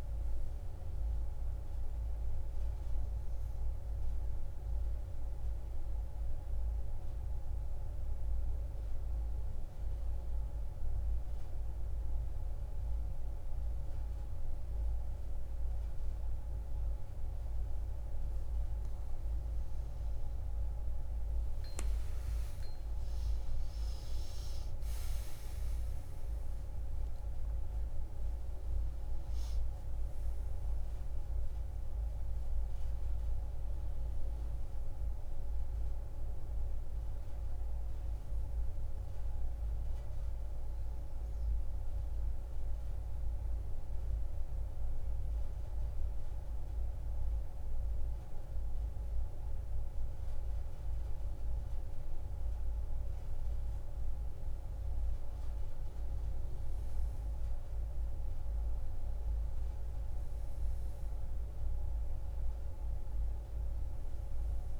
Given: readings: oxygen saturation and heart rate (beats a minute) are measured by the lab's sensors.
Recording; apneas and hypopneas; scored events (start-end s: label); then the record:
breathing in sleep, hard to hear, by a room microphone; 2
0.00-9.50 s: oxygen desaturation (device-marked, oxygen 91% lowest)
3.00-18.00 s: obstructive apnea (oxygen 95% before, 90% lowest)
19.50-23.50 s: arousal
22.50-42.50 s: oxygen desaturation (device-marked, oxygen 97% before, 90% lowest)
40.50-55.00 s: obstructive apnea (oxygen 97% before, 90% lowest)
58.50-63.00 s: arousal
From the record:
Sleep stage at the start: N2 (light sleep); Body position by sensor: on the back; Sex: female